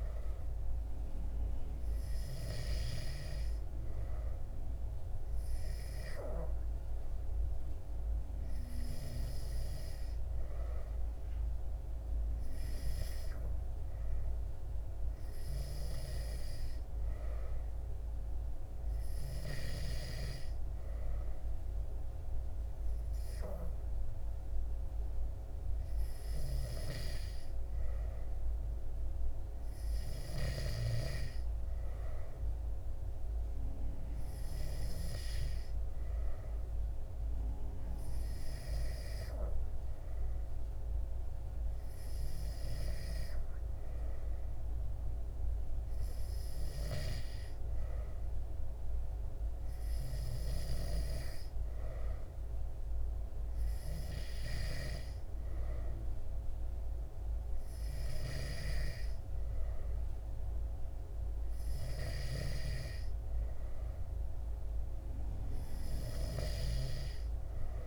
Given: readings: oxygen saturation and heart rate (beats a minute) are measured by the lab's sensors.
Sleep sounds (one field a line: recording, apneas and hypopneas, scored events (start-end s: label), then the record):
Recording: breathing in sleep by a room microphone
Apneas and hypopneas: none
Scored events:
none scored
From the record:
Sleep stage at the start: N3 (deep sleep)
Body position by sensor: on the back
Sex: male